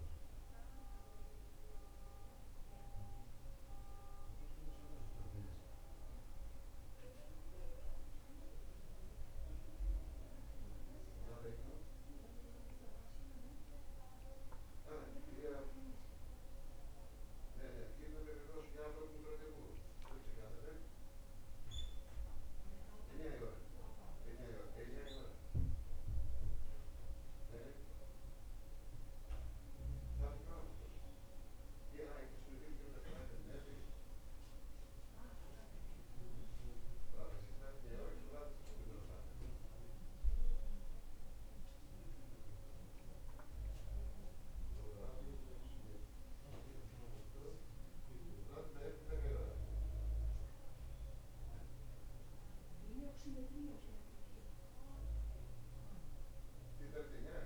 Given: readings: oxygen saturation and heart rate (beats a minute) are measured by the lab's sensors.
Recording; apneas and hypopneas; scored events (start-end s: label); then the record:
breathing in sleep by a room microphone; none
none scored
From the record:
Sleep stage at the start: N1 (lightest sleep); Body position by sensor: on the back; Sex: male